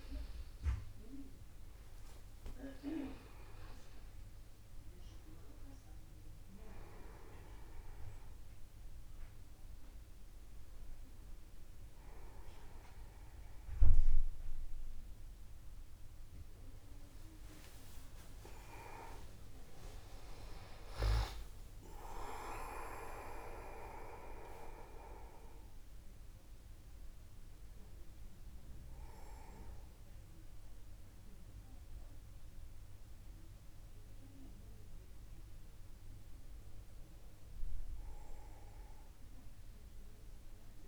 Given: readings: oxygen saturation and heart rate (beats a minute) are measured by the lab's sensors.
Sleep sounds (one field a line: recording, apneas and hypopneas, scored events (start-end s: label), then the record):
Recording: breathing in sleep by a room microphone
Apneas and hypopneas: none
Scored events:
5.50-35.50 s: new sleep stage, N1 (lightest sleep)
19.50-21.50 s: long interval between heartbeats (device-marked, heart rate 50 before, 58 extreme)
19.50-24.50 s: arousal
21.50-23.50 s: long interval between heartbeats (device-marked, heart rate 51 before, 68 extreme)
35.50-40.88 s: new sleep stage, N2 (light sleep)
From the record:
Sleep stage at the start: N2 (light sleep)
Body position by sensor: upright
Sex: male